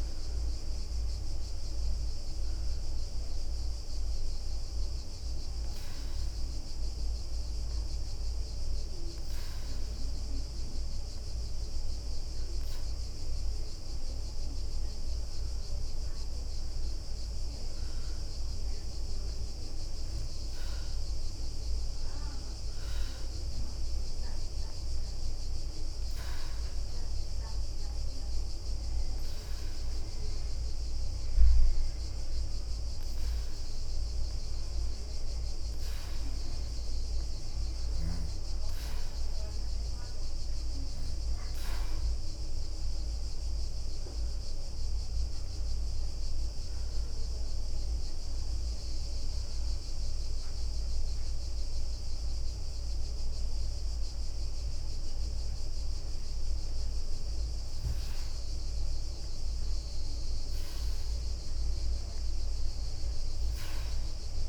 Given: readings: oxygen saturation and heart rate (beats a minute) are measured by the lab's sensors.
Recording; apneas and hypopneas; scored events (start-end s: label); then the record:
breathing in sleep, hard to hear, by a room microphone; 2
1.00-11.00 s: hypopnea (oxygen 99% before, 93% lowest, heart rate 66 before, 63 extreme, up 6 after)
13.50-17.00 s: arousal
17.50-20.50 s: leg movement (device-marked)
23.00-35.00 s: hypopnea (oxygen 98% before, 93% lowest, heart rate 68 before, 63 extreme, up 7 after)
29.00-39.00 s: leg movement (device-marked)
42.50-46.50 s: arousal
60.00-64.49 s: leg movement (device-marked)
From the record:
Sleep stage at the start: N2 (light sleep); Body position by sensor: on the back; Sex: female